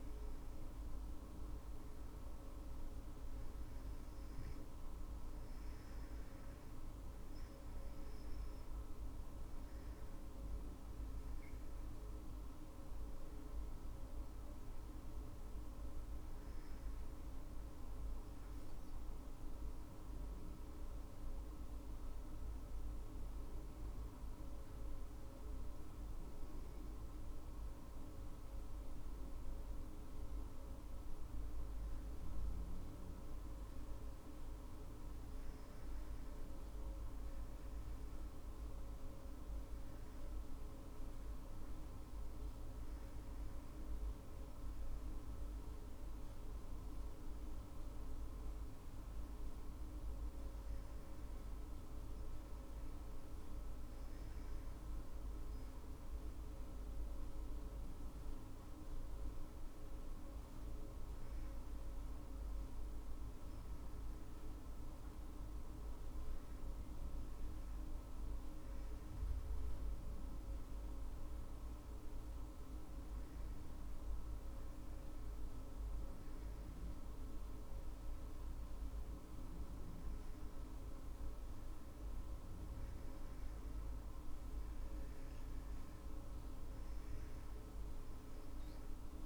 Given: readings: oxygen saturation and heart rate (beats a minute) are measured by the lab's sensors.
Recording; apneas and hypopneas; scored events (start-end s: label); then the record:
breathing in sleep, hard to hear, by a room microphone; none
22.00-27.50 s: arousal
From the record:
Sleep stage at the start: N2 (light sleep); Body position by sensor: on the back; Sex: female